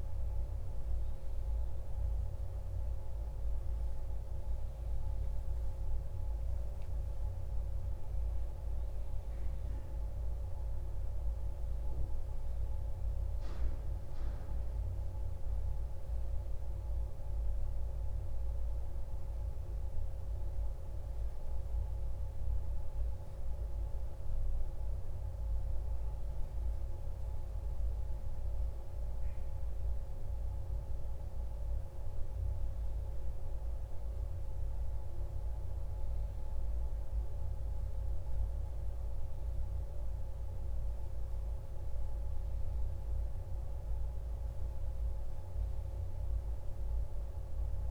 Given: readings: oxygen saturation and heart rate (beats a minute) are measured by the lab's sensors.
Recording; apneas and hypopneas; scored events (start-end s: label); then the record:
breathing in sleep, hard to hear, by a room microphone; none
5.50-9.00 s: arousal
From the record:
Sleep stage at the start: N1 (lightest sleep); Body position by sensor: on the back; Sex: male